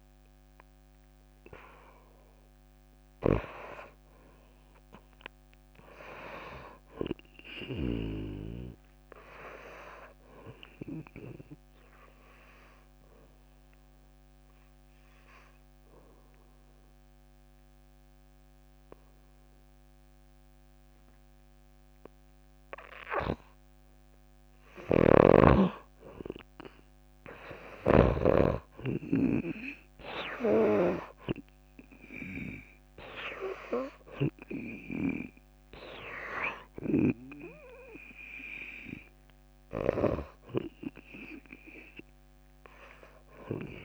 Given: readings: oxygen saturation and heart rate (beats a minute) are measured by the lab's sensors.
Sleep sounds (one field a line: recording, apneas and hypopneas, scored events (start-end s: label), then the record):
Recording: breathing in sleep by a microphone on the trachea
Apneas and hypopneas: 1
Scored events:
14.00-25.00 s: obstructive apnea (oxygen 97% before, 83% lowest)
25.00-28.50 s: snoring (device-marked)
26.50-29.50 s: arousal
27.50-43.85 s: oxygen desaturation (device-marked, oxygen 96% before, 83% lowest)
37.00-40.50 s: snoring (device-marked)
From the record:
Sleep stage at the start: N2 (light sleep)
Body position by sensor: on the back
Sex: female